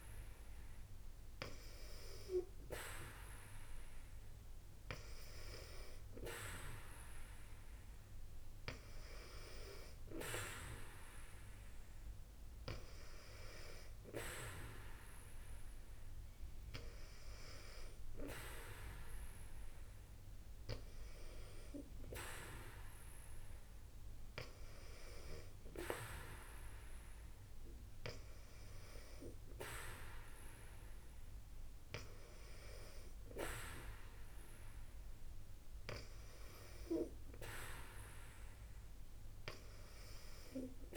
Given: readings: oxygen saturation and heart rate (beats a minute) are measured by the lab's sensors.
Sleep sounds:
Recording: breathing in sleep by a room microphone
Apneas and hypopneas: none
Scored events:
none scored
From the record:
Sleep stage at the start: N2 (light sleep)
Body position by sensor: on the back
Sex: female

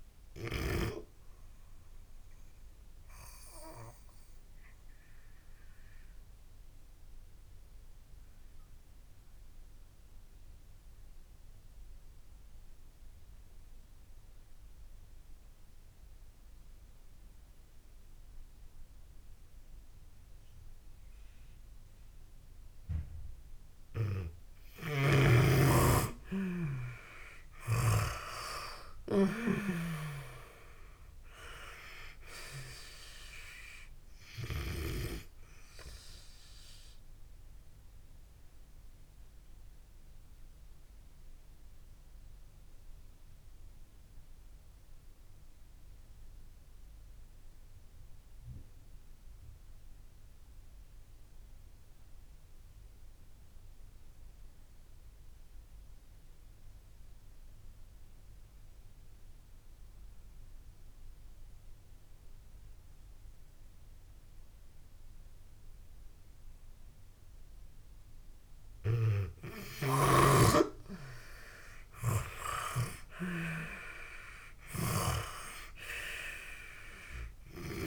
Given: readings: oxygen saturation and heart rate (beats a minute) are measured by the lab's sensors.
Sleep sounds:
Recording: breathing in sleep by a room microphone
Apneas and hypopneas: 2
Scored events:
0.00-21.50 s: oxygen desaturation (device-marked, oxygen 83% lowest)
2.00-23.00 s: obstructive apnea (oxygen 97% before, 80% lowest)
25.50-29.00 s: arousal
28.50-61.50 s: oxygen desaturation (device-marked, oxygen 96% before, 80% lowest)
37.50-68.00 s: obstructive apnea (oxygen 96% before, 78% lowest)
69.50-77.87 s: oxygen desaturation (device-marked, oxygen 97% before, 78% lowest)
71.00-73.50 s: arousal
From the record:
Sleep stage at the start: N2 (light sleep)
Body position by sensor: on the back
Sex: female

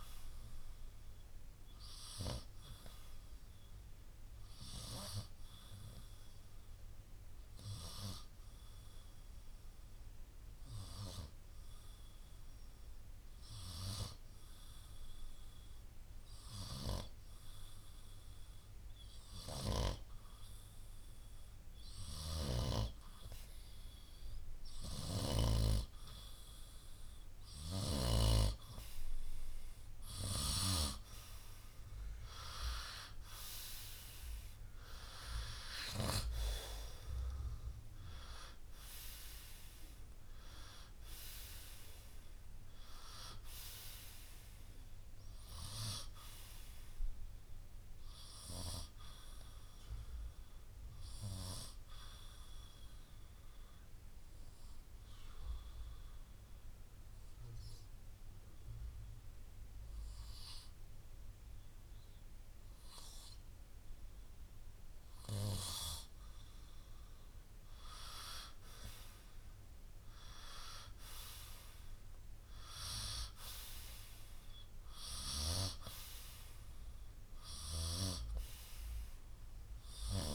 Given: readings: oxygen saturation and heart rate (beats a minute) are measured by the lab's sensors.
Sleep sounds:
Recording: breathing in sleep by a room microphone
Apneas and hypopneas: 2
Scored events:
4.50-22.00 s: obstructive apnea (oxygen 95% before, 90% lowest, heart rate 64 before, 61 extreme, up 4 after)
28.00-32.00 s: arousal
33.50-49.50 s: oxygen desaturation (device-marked, oxygen 95% before, 90% lowest, heart rate 64 before, 58 extreme)
50.00-64.50 s: obstructive apnea (oxygen 95% before, 90% lowest, heart rate 67 before, 58 extreme, up 7 after)
67.00-70.00 s: arousal
From the record:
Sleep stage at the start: N2 (light sleep)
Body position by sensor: on the right side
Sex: male

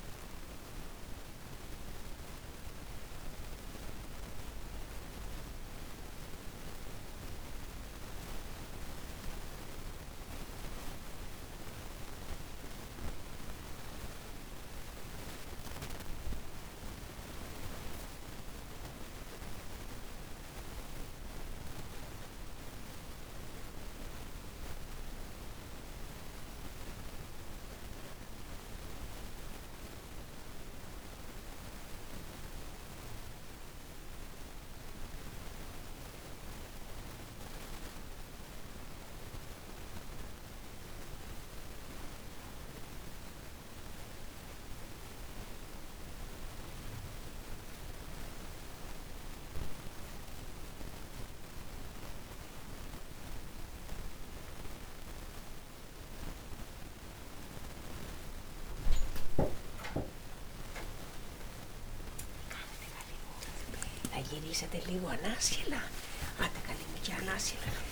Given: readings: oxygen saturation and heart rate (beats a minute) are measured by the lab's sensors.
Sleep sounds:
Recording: breathing in sleep by a room microphone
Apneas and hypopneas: none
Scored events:
60.00-67.92 s: new sleep stage, awake
From the record:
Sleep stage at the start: N2 (light sleep)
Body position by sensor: on the right side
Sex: female

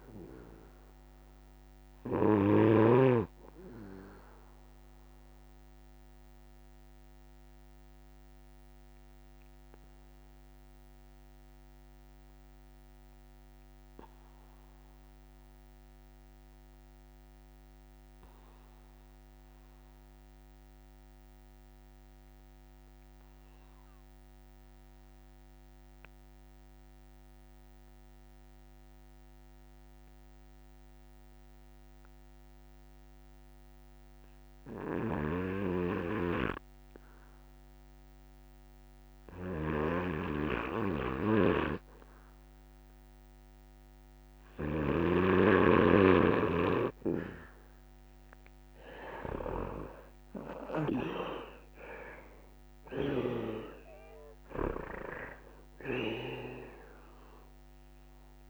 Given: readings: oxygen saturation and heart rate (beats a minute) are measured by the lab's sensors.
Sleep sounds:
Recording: breathing in sleep by a microphone on the trachea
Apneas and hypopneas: 1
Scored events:
0.00-2.50 s: snoring (device-marked)
0.00-15.00 s: oxygen desaturation (device-marked, oxygen 81% lowest)
4.00-44.50 s: obstructive apnea (oxygen 99% before, 77% lowest)
30.00-58.50 s: oxygen desaturation (device-marked, oxygen 98% before, 77% lowest)
34.50-56.00 s: snoring (device-marked)
From the record:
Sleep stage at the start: N3 (deep sleep)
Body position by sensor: on the back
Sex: male

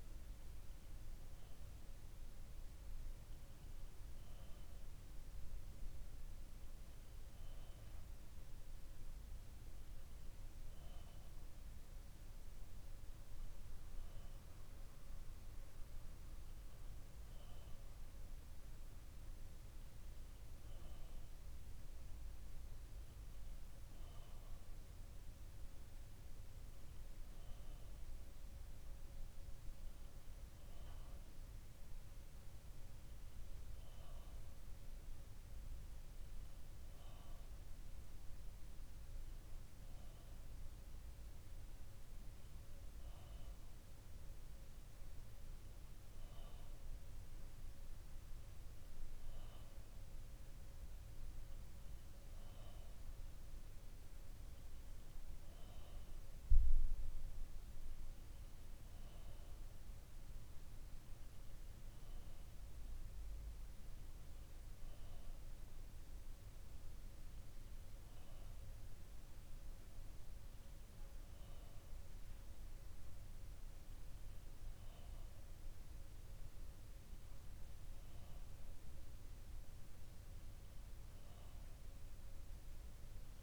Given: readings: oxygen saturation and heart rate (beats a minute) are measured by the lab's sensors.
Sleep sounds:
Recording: breathing in sleep, hard to hear, by a room microphone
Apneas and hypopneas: none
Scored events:
none scored
From the record:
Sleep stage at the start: N2 (light sleep)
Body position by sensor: on the back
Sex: male

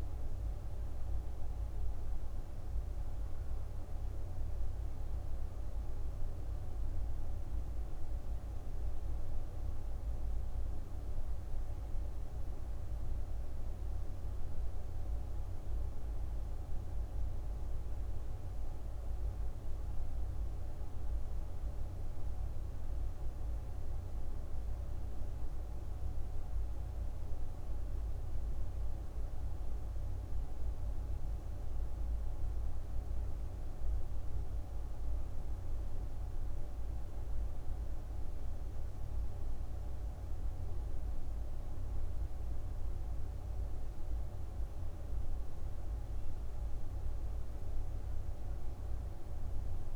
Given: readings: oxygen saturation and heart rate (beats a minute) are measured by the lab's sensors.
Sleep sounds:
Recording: breathing in sleep, hard to hear, by a room microphone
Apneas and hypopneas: none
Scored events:
none scored
From the record:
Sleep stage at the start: N1 (lightest sleep)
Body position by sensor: on the right side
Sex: female

